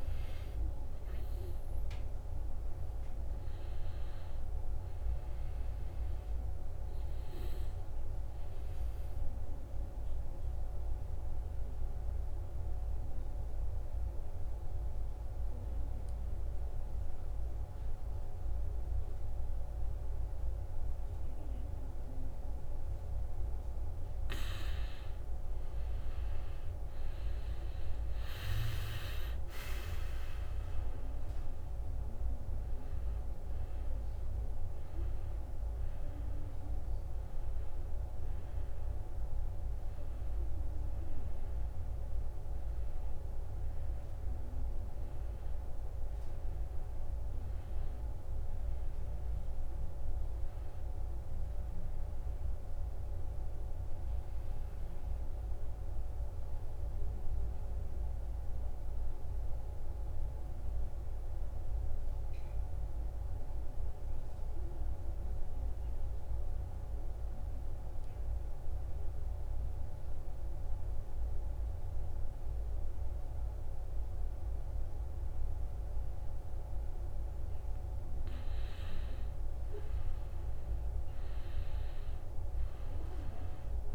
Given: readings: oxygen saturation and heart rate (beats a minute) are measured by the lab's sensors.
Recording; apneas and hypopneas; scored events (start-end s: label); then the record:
breathing in sleep, hard to hear, by a room microphone; 2
8.00-24.00 s: obstructive apnea (oxygen 97% before, 87% lowest, heart rate 73 before, 66 extreme, up 2 after)
24.00-52.00 s: oxygen desaturation (device-marked, oxygen 95% before, 87% lowest, heart rate 69 before, 66 extreme)
25.00-29.00 s: arousal
54.00-75.50 s: obstructive apnea (oxygen 98% before, 89% lowest, heart rate 75 before, 66 extreme, up 6 after)
74.00-83.95 s: oxygen desaturation (device-marked, oxygen 98% before, 89% lowest, heart rate 71 before, 68 extreme)
81.50-83.95 s: arousal
From the record:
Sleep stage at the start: N2 (light sleep); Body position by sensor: on the back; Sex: male